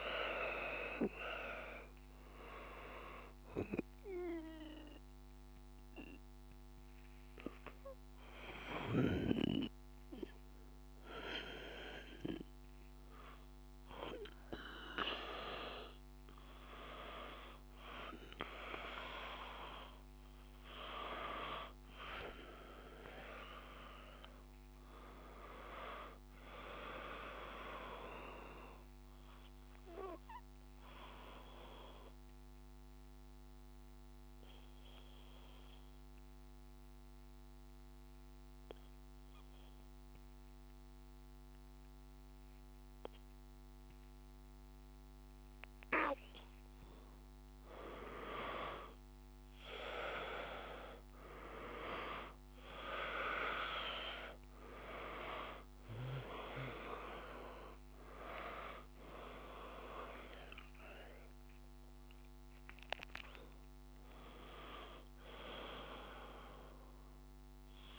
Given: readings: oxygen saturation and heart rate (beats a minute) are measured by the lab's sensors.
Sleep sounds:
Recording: breathing in sleep by a microphone on the trachea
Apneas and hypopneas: 2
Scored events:
0.00-19.00 s: oxygen desaturation (device-marked, oxygen 89% lowest, heart rate 55 extreme)
3.50-17.50 s: hypopnea (oxygen 97% before, 89% lowest, heart rate 57 before, 55 extreme, up 6 after)
19.50-23.50 s: arousal
29.00-45.00 s: obstructive apnea (oxygen 97% before, 89% lowest, heart rate 58 before, 54 extreme, up 1 after)
30.00-67.99 s: new sleep stage, N2 (light sleep)
47.00-51.00 s: arousal
52.00-67.99 s: oxygen desaturation (device-marked, oxygen 96% before, 89% lowest, heart rate 55 before, 54 extreme)
From the record:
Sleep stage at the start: N1 (lightest sleep)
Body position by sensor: on the back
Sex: male

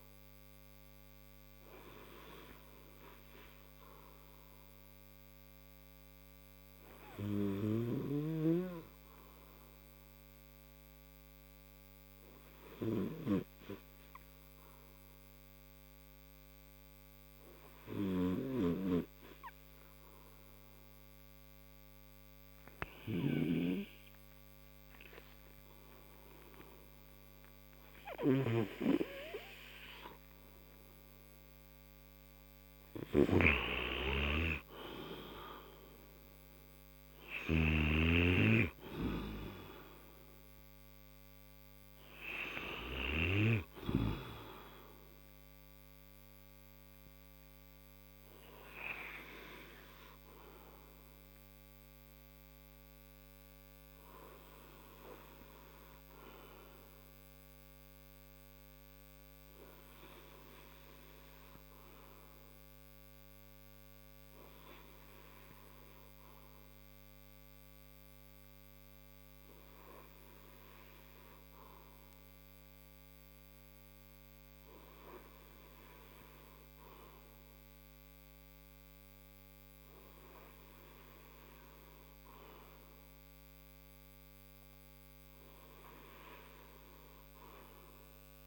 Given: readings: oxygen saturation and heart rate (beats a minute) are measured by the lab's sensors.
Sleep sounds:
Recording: breathing in sleep by a microphone on the trachea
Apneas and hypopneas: 1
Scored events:
10.00-26.00 s: mixed apnea (oxygen 95% before, 91% lowest, heart rate 79 before, 49 extreme, up 38 after)
27.50-30.00 s: arousal
86.50-88.47 s: arousal
From the record:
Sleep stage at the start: N2 (light sleep)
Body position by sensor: on the right side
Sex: male

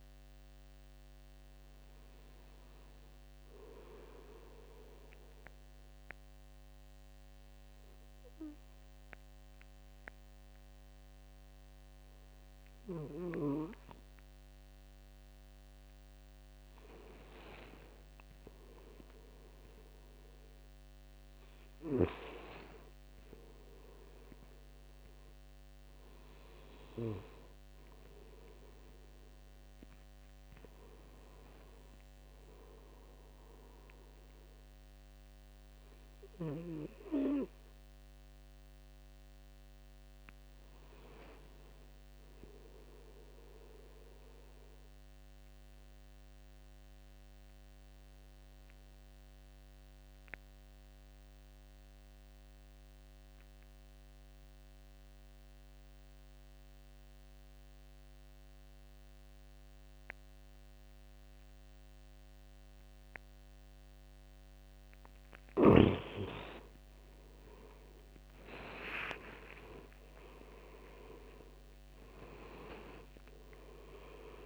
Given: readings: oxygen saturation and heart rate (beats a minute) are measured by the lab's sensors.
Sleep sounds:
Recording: breathing in sleep by a microphone on the trachea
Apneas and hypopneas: 2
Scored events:
0.00-2.50 s: arousal
5.00-16.50 s: obstructive apnea (oxygen 98% before, 89% lowest, heart rate 77 before, 69 extreme, up 12 after)
18.50-21.50 s: arousal
23.50-44.50 s: oxygen desaturation (device-marked, oxygen 97% before, 93% lowest, heart rate 73 before, 69 extreme)
45.50-64.50 s: obstructive apnea (oxygen 97% before, 89% lowest, heart rate 80 before, 71 extreme, up 10 after)
64.50-74.46 s: oxygen desaturation (device-marked, oxygen 98% before, 89% lowest, heart rate 74 before, 67 extreme)
67.50-70.50 s: arousal
From the record:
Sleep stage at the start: N2 (light sleep)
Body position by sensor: on the right side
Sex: male

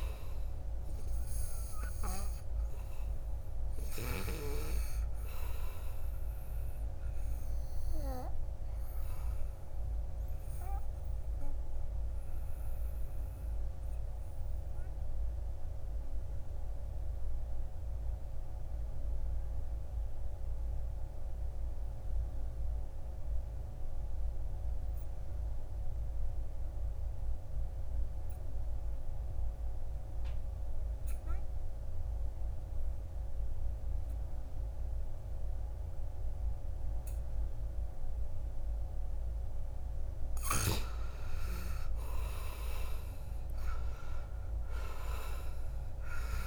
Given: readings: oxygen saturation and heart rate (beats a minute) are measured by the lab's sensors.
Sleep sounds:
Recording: breathing in sleep by a room microphone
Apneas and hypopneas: 1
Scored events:
0.00-21.50 s: oxygen desaturation (device-marked, oxygen 78% lowest, heart rate 51 extreme)
8.50-40.00 s: obstructive apnea (oxygen 100% before, 76% lowest, heart rate 65 before, 51 extreme, up 11 after)
38.50-46.47 s: oxygen desaturation (device-marked, oxygen 97% before, 76% lowest, heart rate 58 before, 53 extreme)
41.50-45.00 s: arousal
From the record:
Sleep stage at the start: N2 (light sleep)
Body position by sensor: on the back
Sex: male

